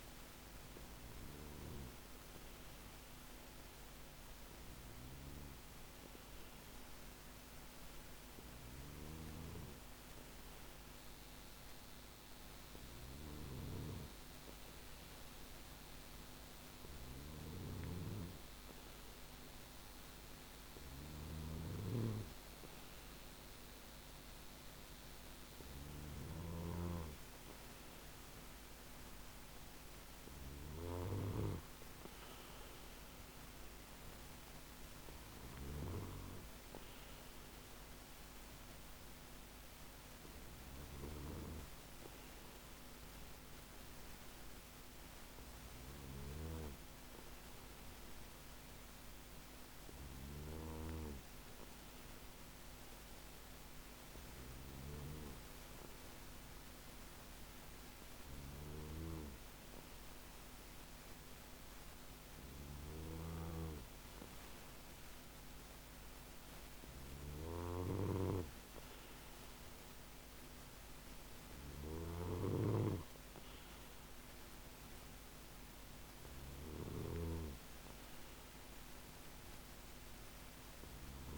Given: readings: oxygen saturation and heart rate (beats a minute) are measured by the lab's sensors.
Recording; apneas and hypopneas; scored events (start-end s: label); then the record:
breathing in sleep by a microphone on the trachea; none
7.50-11.00 s: arousal
From the record:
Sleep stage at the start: N2 (light sleep); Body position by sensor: on the back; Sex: male